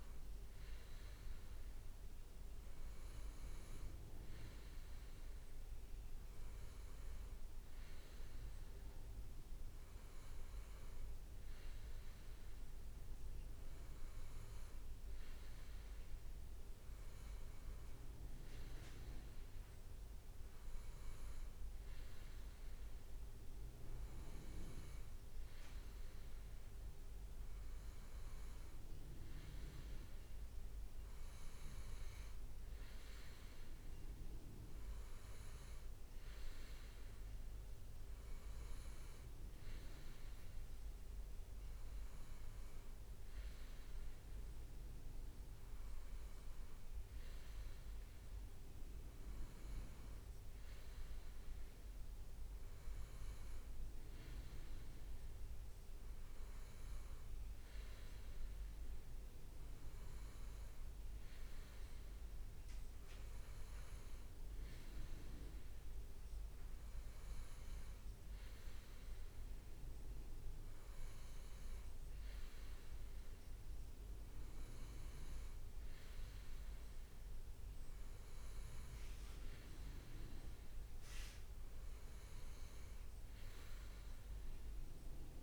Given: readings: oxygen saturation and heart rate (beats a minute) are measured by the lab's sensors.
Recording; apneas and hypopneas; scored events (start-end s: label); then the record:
breathing in sleep, hard to hear, by a room microphone; none
17.00-22.50 s: leg movement (device-marked)
From the record:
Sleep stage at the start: N2 (light sleep); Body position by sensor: on the right side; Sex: male